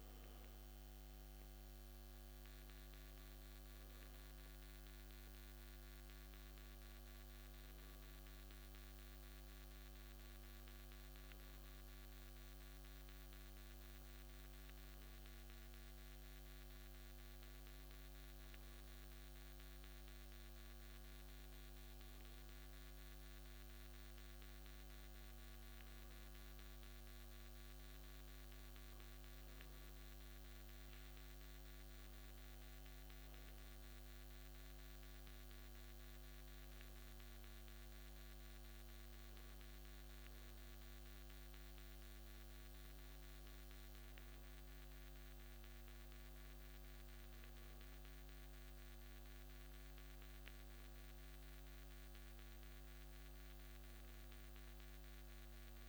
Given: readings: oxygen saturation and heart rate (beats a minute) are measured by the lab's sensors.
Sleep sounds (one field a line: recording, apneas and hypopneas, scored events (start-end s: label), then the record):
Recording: a person partly awake in a sleep study, hard to hear, by a microphone on the trachea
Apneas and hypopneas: none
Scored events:
12.00-55.89 s: new sleep stage, N2 (light sleep)
From the record:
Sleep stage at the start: awake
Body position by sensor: on the back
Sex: male